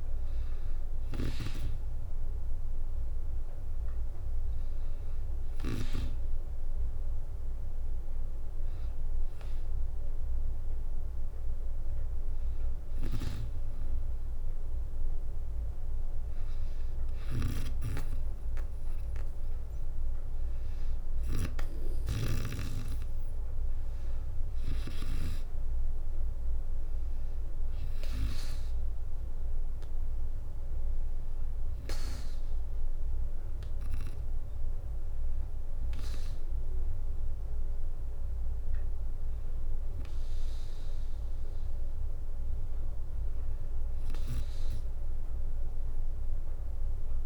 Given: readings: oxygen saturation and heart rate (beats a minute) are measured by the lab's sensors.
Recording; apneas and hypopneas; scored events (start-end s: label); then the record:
breathing in sleep by a room microphone; none
5.50-14.50 s: drop in pulse transit time (device-marked, heart rate 64 before, 62 extreme)
16.50-21.00 s: snoring (device-marked)
26.50-37.50 s: drop in pulse transit time (device-marked, heart rate 63 before, 63 extreme)
From the record:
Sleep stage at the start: N2 (light sleep); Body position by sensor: on the back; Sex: female